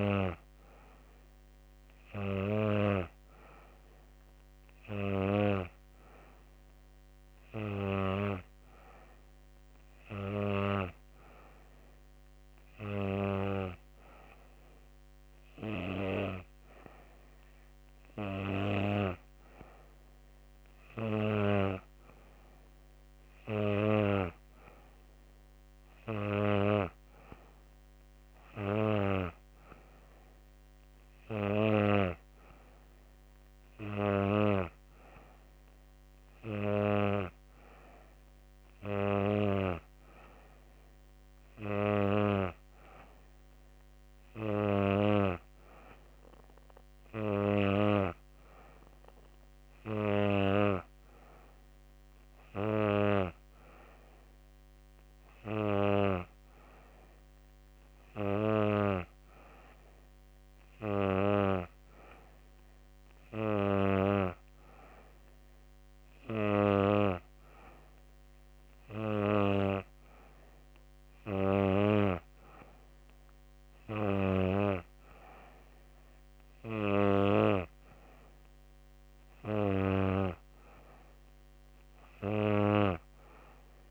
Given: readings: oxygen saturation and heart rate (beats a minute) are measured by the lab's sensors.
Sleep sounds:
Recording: breathing in sleep by a microphone on the trachea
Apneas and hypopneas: none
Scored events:
none scored
From the record:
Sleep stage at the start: N2 (light sleep)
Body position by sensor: on the back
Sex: female

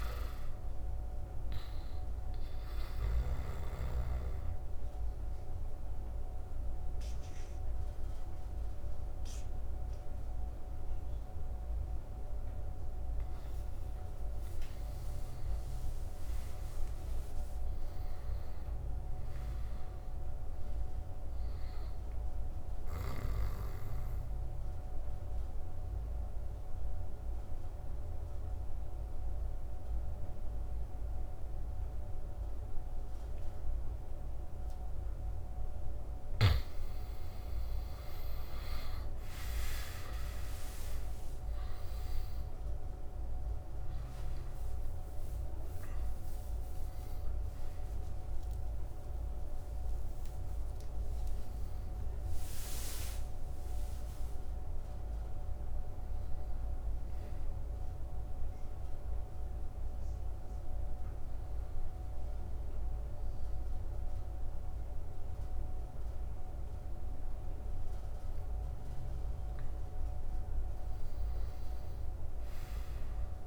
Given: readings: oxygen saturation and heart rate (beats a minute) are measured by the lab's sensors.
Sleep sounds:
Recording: breathing in sleep, hard to hear, by a room microphone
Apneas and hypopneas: 3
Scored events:
0.00-14.50 s: oxygen desaturation (device-marked, oxygen 83% lowest, heart rate 71 extreme)
3.00-14.00 s: obstructive apnea (oxygen 98% before, 83% lowest, heart rate 78 before, 71 extreme, up 14 after)
15.00-18.00 s: arousal
20.50-34.50 s: obstructive apnea (oxygen 98% before, 86% lowest, heart rate 76 before, 71 extreme, up 12 after)
28.50-35.50 s: oxygen desaturation (device-marked, oxygen 97% before, 91% lowest, heart rate 78 before, 75 extreme)
38.50-43.50 s: arousal
43.50-61.50 s: oxygen desaturation (device-marked, oxygen 97% before, 86% lowest, heart rate 76 before, 74 extreme)
56.50-68.00 s: hypopnea (oxygen 97% before, 86% lowest, heart rate 83 before, 74 extreme, up 8 after)
69.00-72.50 s: arousal
From the record:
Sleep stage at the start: N2 (light sleep)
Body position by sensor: on the back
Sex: male

